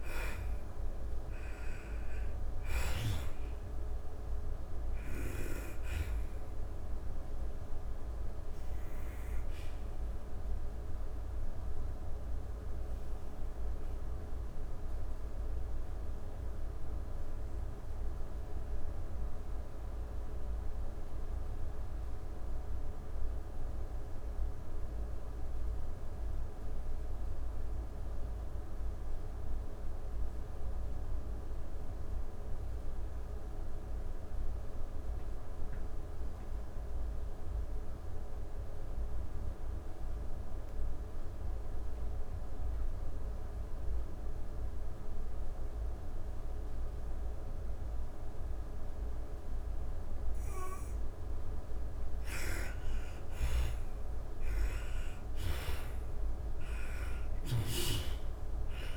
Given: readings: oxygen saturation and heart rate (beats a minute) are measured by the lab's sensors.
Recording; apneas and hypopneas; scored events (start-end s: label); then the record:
breathing in sleep, hard to hear, by a room microphone; 1
0.00-1.50 s: snoring (device-marked)
0.00-25.00 s: oxygen desaturation (device-marked, oxygen 83% lowest)
6.00-50.00 s: obstructive apnea (oxygen 99% before, 78% lowest)
42.00-58.97 s: oxygen desaturation (device-marked, oxygen 99% before, 78% lowest)
51.50-56.50 s: arousal
52.00-56.50 s: snoring (device-marked)
From the record:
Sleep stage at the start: N2 (light sleep); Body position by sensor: on the back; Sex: female